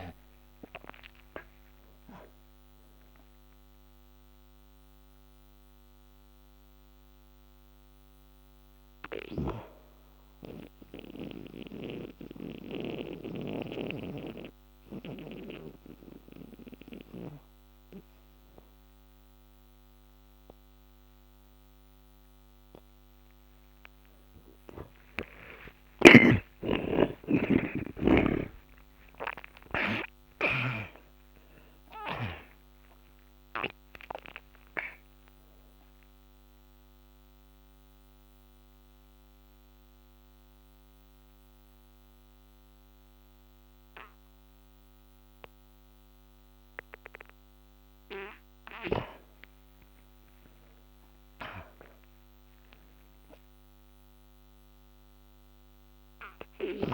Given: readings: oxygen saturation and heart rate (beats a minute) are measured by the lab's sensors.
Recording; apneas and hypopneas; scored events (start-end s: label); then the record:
breathing in sleep by a microphone on the trachea; 2
0.00-2.00 s: arousal
9.50-14.00 s: snoring (device-marked)
10.00-22.50 s: obstructive apnea (oxygen 95% before, 73% lowest, heart rate 64 before, 50 extreme, up 31 after)
24.50-28.50 s: arousal
26.00-31.00 s: snoring (device-marked)
34.00-40.00 s: oxygen desaturation (device-marked, oxygen 97% before, 90% lowest, heart rate 64 before, 50 extreme)
38.00-49.00 s: obstructive apnea (oxygen 97% before, 73% lowest, heart rate 69 before, 50 extreme, up 6 after)
42.00-47.00 s: oxygen desaturation (device-marked, oxygen 96% before, 73% lowest, heart rate 71 before, 53 extreme)
49.50-52.50 s: arousal
From the record:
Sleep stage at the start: N2 (light sleep); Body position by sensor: on the back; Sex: male